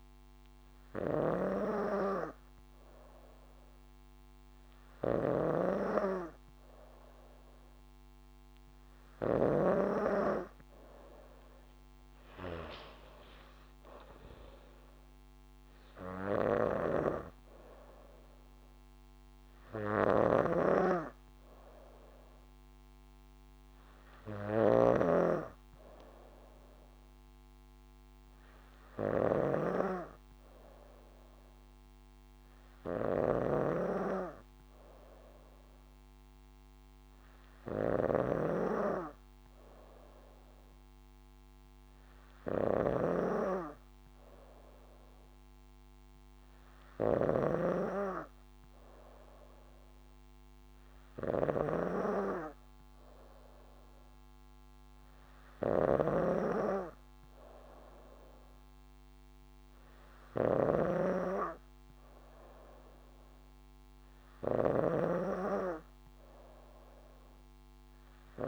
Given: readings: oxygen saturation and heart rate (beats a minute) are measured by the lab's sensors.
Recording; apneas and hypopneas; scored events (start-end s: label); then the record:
breathing in sleep by a microphone on the trachea; none
20.00-47.50 s: snoring (device-marked)
56.00-65.00 s: snoring (device-marked)
From the record:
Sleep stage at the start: N3 (deep sleep); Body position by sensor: on the back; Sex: female